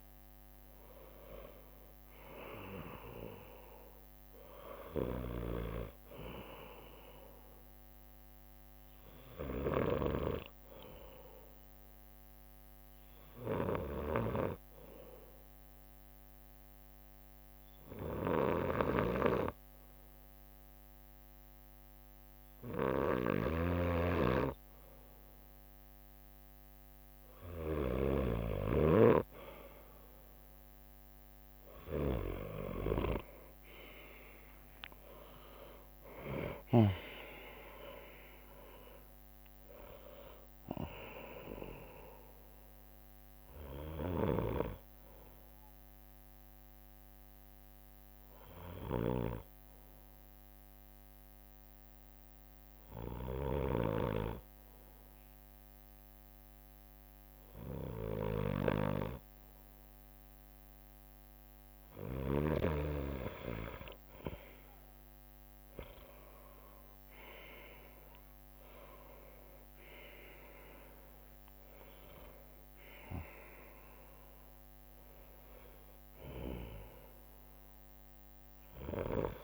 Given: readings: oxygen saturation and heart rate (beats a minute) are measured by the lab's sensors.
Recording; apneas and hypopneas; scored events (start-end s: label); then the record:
breathing in sleep by a microphone on the trachea; 2
0.00-1.00 s: arousal
1.00-2.50 s: leg movement (device-marked)
3.00-4.50 s: leg movement (device-marked)
6.00-23.00 s: hypopnea (oxygen 98% before, 94% lowest, heart rate 62 before, 61 extreme, up 0 after)
18.00-20.00 s: leg movement (device-marked)
18.00-28.00 s: snoring (device-marked)
21.00-29.50 s: leg movement (device-marked)
24.50-42.50 s: oxygen desaturation (device-marked, oxygen 98% before, 94% lowest, heart rate 63 before, 61 extreme)
33.00-41.00 s: leg movement (device-marked)
33.50-38.00 s: arousal
44.50-62.00 s: hypopnea (oxygen 98% before, 95% lowest, heart rate 69 before, 61 extreme, up 6 after)
50.00-53.00 s: leg movement (device-marked)
53.50-62.50 s: leg movement (device-marked)
58.00-62.50 s: snoring (device-marked)
63.50-65.00 s: leg movement (device-marked)
64.50-68.50 s: arousal
65.50-68.00 s: leg movement (device-marked)
68.00-76.50 s: leg movement (device-marked)
68.50-79.44 s: oxygen desaturation (device-marked, oxygen 99% before, 95% lowest, heart rate 63 before, 61 extreme)
From the record:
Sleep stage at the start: N2 (light sleep); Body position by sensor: on the right side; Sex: male